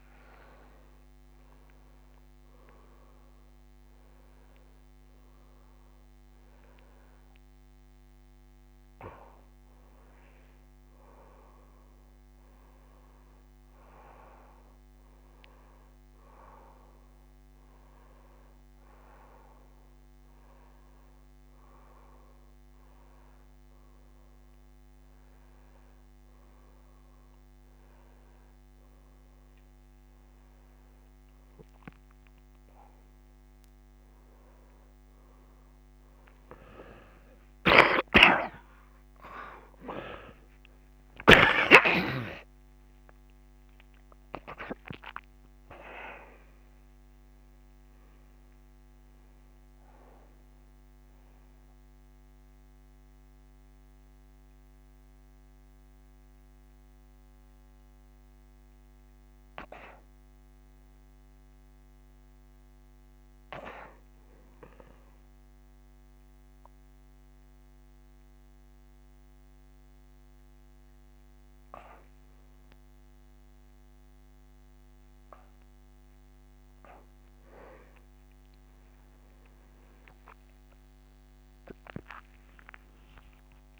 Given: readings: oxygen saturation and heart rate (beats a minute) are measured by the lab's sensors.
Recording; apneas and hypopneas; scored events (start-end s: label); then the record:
breathing in sleep by a microphone on the trachea; none
37.50-41.00 s: arousal
74.00-81.00 s: oxygen desaturation (device-marked, oxygen 96% before, 94% lowest, heart rate 88 before, 75 extreme)
79.00-83.00 s: arousal
From the record:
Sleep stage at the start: N2 (light sleep); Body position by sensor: upright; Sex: male